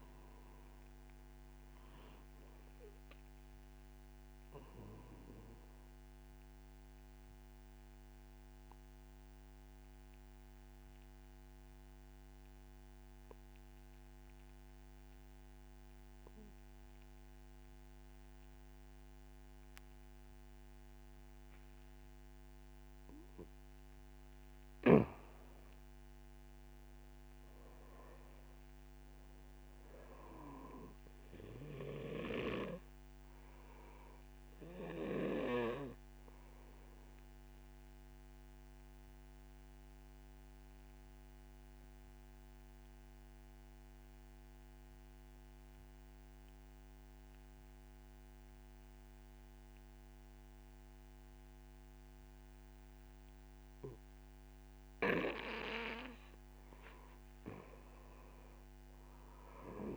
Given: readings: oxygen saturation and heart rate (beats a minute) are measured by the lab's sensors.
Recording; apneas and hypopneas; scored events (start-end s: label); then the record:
breathing in sleep by a microphone on the trachea; 2
0.00-17.00 s: oxygen desaturation (device-marked, oxygen 88% lowest)
5.50-23.00 s: obstructive apnea (oxygen 96% before, 88% lowest)
26.00-29.50 s: arousal
31.00-48.00 s: oxygen desaturation (device-marked, oxygen 96% before, 90% lowest)
33.00-55.00 s: obstructive apnea (oxygen 97% before, 89% lowest, heart rate 65 before, 28 extreme, up 0 after)
57.50-59.97 s: arousal
From the record:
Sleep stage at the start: N2 (light sleep); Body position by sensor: on the back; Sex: male